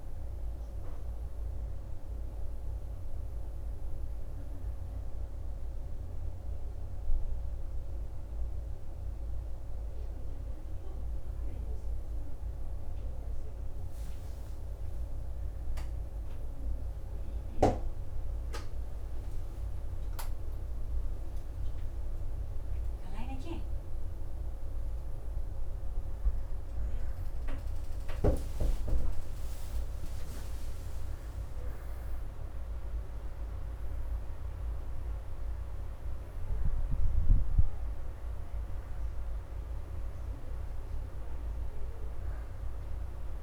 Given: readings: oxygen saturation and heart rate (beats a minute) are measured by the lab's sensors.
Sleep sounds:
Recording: a person awake in a sleep study, hard to hear, by a room microphone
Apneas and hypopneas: none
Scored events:
30.00-43.43 s: new sleep stage, N1 (lightest sleep)
From the record:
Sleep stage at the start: awake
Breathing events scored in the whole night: 213 in 3.1 hours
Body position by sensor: on the back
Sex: female

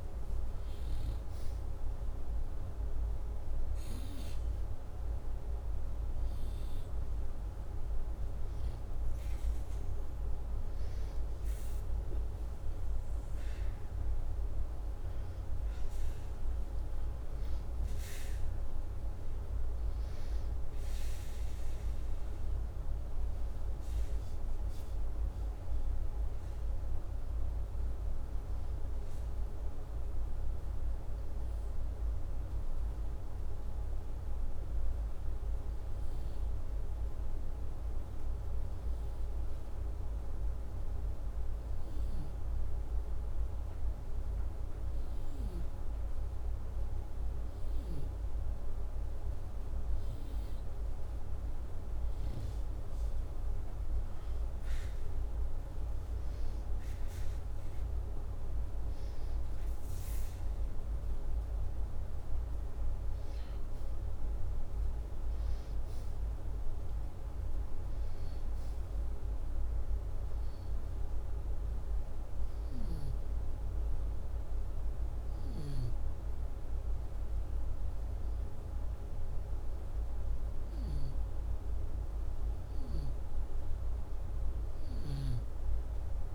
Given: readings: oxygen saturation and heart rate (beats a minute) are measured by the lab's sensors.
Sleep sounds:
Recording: breathing in sleep, hard to hear, by a room microphone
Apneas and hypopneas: 1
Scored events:
12.00-16.50 s: arousal
24.00-36.50 s: hypopnea (oxygen 95% before, 92% lowest, heart rate 88 before, 80 extreme, up 1 after)
38.00-41.00 s: arousal
55.00-75.00 s: oxygen desaturation (device-marked, oxygen 96% before, 92% lowest, heart rate 84 before, 79 extreme)
From the record:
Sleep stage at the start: N2 (light sleep)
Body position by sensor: upright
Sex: male

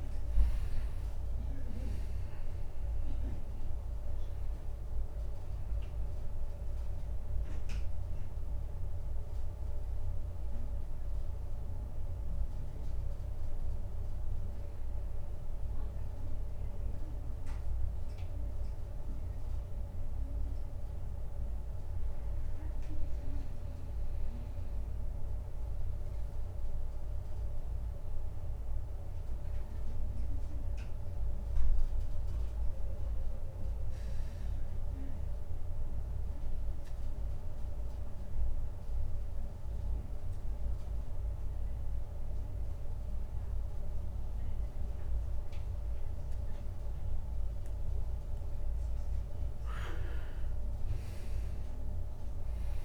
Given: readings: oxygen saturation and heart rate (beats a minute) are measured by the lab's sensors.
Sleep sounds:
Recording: breathing in sleep, hard to hear, by a room microphone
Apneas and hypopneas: 1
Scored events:
0.00-25.00 s: oxygen desaturation (device-marked, oxygen 83% lowest)
17.50-21.50 s: arousal
25.00-48.50 s: obstructive apnea (oxygen 95% before, 92% lowest, heart rate 50 before, 27 extreme, up 9 after)
50.50-52.85 s: arousal
From the record:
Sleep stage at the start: N2 (light sleep)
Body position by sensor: on the back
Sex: male

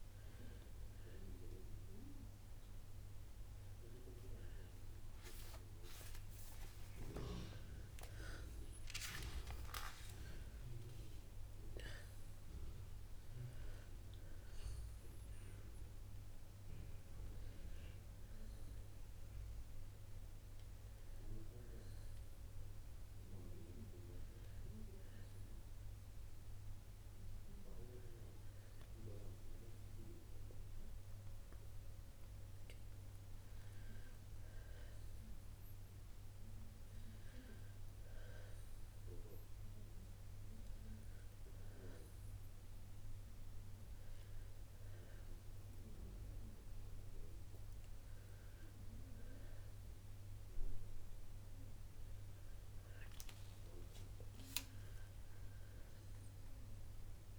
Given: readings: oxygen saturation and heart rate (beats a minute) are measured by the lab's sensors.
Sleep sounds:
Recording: breathing in sleep by a room microphone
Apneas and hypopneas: none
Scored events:
3.00-7.50 s: arousal
55.00-57.39 s: new sleep stage, awake
From the record:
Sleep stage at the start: N1 (lightest sleep)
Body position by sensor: on the back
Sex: female

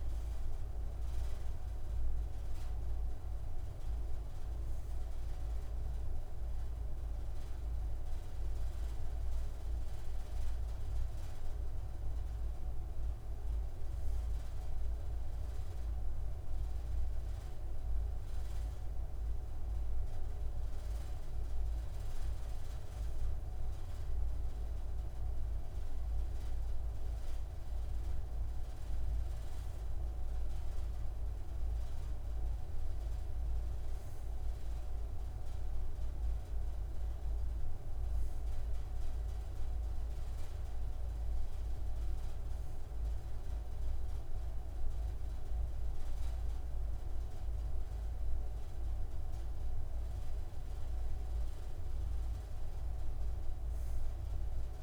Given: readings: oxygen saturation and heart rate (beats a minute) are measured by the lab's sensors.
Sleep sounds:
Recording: breathing in sleep, hard to hear, by a room microphone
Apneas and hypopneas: none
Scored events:
none scored
From the record:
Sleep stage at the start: N2 (light sleep)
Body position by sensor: on the right side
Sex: male

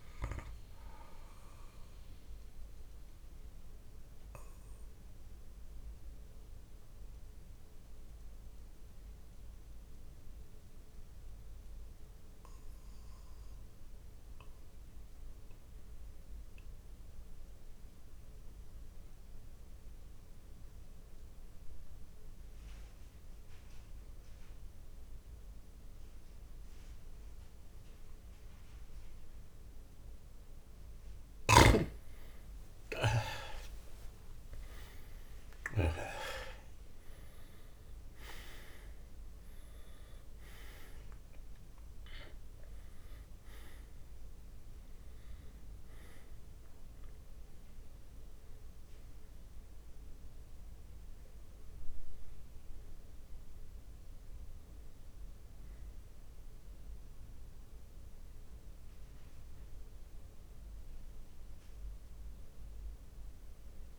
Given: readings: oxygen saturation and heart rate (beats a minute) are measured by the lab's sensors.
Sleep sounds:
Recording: breathing in sleep by a room microphone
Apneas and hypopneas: 1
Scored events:
0.00-22.00 s: oxygen desaturation (device-marked, oxygen 94% lowest)
1.50-32.00 s: mixed apnea (oxygen 100% before, 90% lowest)
33.50-39.00 s: arousal
43.00-63.99 s: oxygen desaturation (device-marked, oxygen 98% before, 90% lowest)
From the record:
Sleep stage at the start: N2 (light sleep)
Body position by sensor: on the back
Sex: male

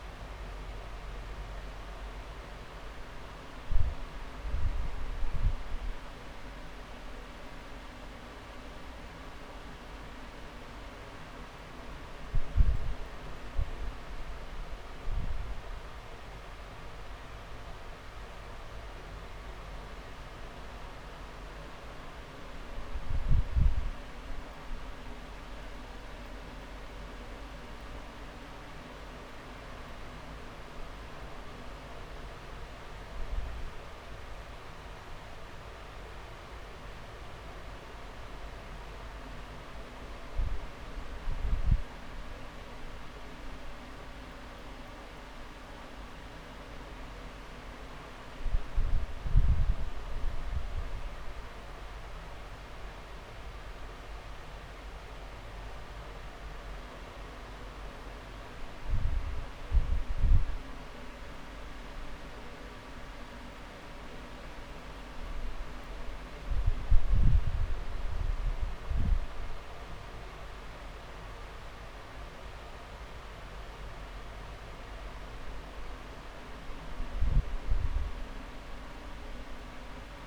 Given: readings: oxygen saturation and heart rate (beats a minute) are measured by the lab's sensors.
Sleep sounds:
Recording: breathing in sleep, hard to hear, by a room microphone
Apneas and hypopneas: none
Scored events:
2.00-4.00 s: long interval between heartbeats (device-marked)
2.00-7.00 s: drop in pulse transit time (device-marked)
21.50-23.50 s: long interval between heartbeats (device-marked)
24.00-28.00 s: drop in pulse transit time (device-marked)
29.50-31.50 s: long interval between heartbeats (device-marked)
35.00 s: drop in pulse transit time (device-marked)
49.00-51.00 s: long interval between heartbeats (device-marked)
74.00-76.00 s: long interval between heartbeats (device-marked)
From the record:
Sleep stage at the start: N2 (light sleep)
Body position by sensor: on the back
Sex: male

